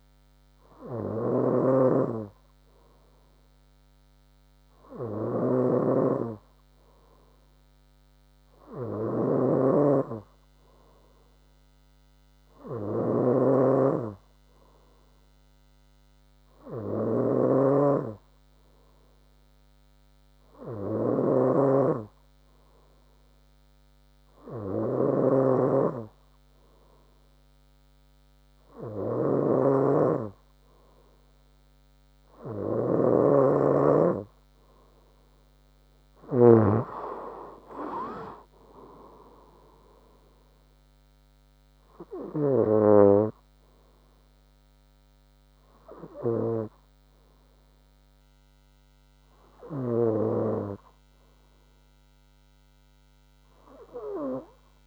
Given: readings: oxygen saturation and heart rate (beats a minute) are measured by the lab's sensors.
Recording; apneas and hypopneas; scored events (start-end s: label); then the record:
breathing in sleep by a microphone on the trachea; none
0.00-37.00 s: snoring (device-marked)
46.00-54.87 s: bradycardia (device-marked, heart rate 62 before, 58 extreme)
From the record:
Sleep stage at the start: N3 (deep sleep); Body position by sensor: on the front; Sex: female